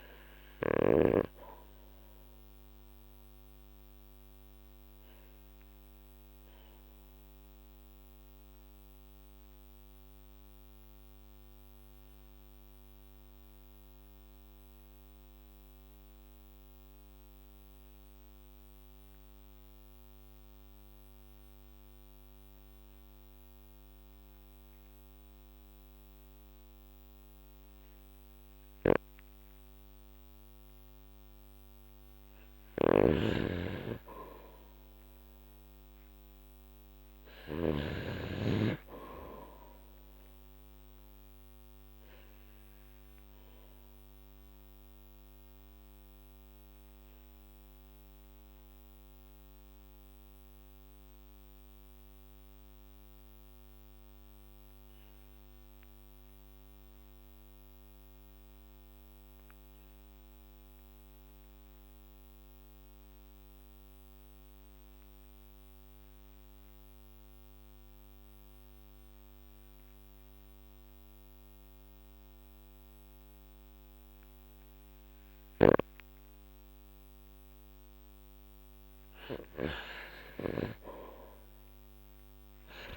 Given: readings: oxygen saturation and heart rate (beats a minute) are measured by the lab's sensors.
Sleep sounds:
breathing in sleep by a microphone on the trachea; 2
2.50-31.50 s: obstructive apnea (oxygen 99% before, 94% lowest, heart rate 53 before, 44 extreme, up 7 after)
26.00-37.00 s: oxygen desaturation (device-marked, oxygen 98% before, 94% lowest, heart rate 47 before, 47 extreme)
32.50-37.50 s: snoring (device-marked)
34.00-37.50 s: arousal
41.00-78.50 s: obstructive apnea (oxygen 98% before, 94% lowest, heart rate 52 before, 47 extreme)
74.00-82.97 s: oxygen desaturation (device-marked, oxygen 98% before, 95% lowest, heart rate 49 before, 48 extreme)
75.00-80.50 s: snoring (device-marked)
From the record:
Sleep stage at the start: N2 (light sleep); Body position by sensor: on the back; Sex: male

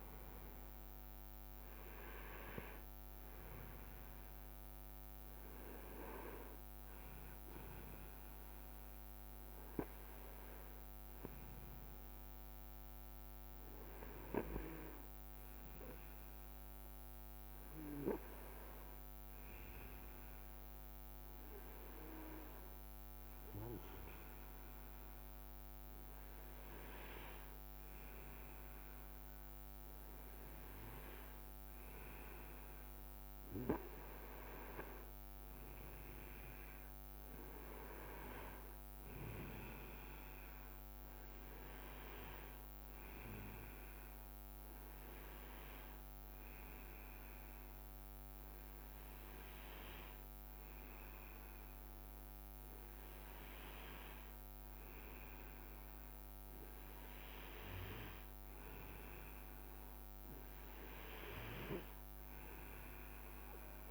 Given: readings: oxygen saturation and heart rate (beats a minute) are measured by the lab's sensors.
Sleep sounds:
breathing in sleep by a microphone on the trachea; none
none scored
From the record:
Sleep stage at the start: N2 (light sleep); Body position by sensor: on the right side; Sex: male

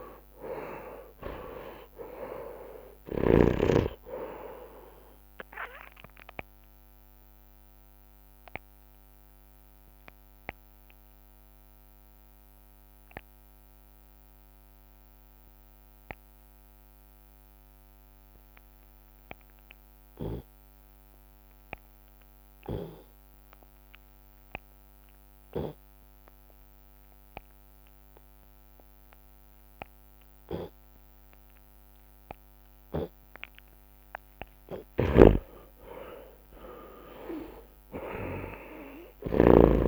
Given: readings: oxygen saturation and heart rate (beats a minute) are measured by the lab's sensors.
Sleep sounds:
breathing in sleep by a microphone on the trachea; 1
0.00-1.50 s: arousal
7.00-32.50 s: obstructive apnea (oxygen 98% before, 77% lowest)
14.00-29.00 s: oxygen desaturation (device-marked, oxygen 98% before, 77% lowest)
31.00-39.00 s: tachycardia (device-marked)
34.00-39.87 s: drop in pulse transit time (device-marked)
34.50-36.50 s: long interval between heartbeats (device-marked)
35.00-39.87 s: arousal
35.00-39.87 s: snoring (device-marked)
From the record:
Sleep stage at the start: N2 (light sleep); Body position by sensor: on the right side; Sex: male

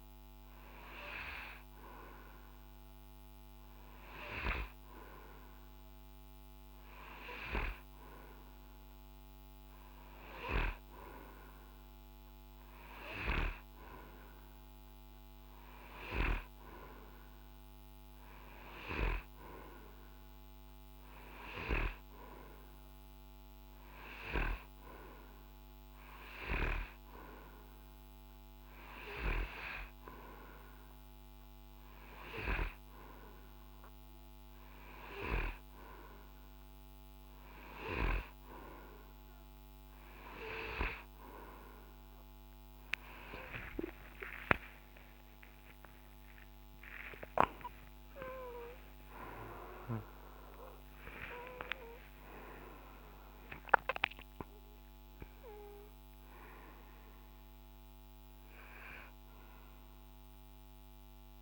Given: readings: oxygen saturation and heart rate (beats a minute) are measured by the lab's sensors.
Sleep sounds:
breathing in sleep by a microphone on the trachea; none
19.50-61.42 s: new sleep stage, N2 (light sleep)
43.00-48.00 s: arousal
From the record:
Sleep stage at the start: N3 (deep sleep); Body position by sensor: on the right side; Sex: male

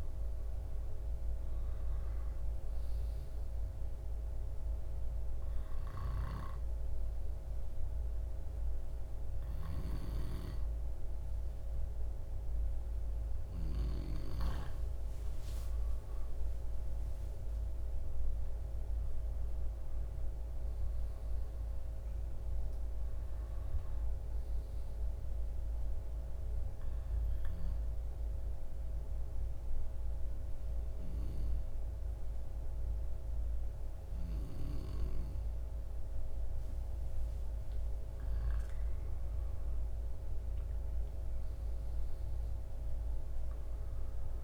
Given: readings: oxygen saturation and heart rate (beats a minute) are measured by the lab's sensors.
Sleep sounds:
breathing in sleep by a room microphone; 2
0.50-10.50 s: oxygen desaturation (device-marked, oxygen 94% before, 90% lowest)
5.00-16.00 s: hypopnea (oxygen 96% before, 90% lowest)
18.00-21.50 s: arousal
27.00-38.50 s: obstructive apnea (oxygen 97% before, 93% lowest)
From the record:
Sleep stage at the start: N2 (light sleep); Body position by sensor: on the left side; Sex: male

